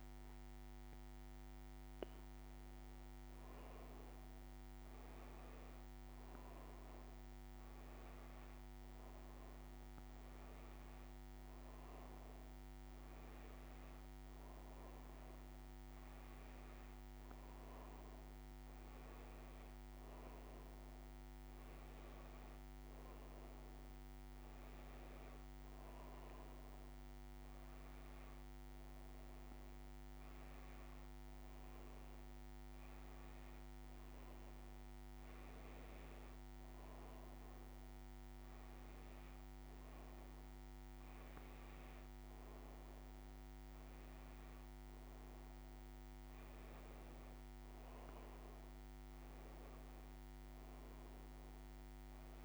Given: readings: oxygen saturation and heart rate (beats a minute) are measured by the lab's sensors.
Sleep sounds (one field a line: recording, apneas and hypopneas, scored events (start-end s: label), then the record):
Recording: breathing in sleep, hard to hear, by a microphone on the trachea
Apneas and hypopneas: none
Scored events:
none scored
From the record:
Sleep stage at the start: N2 (light sleep)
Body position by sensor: on the back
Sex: female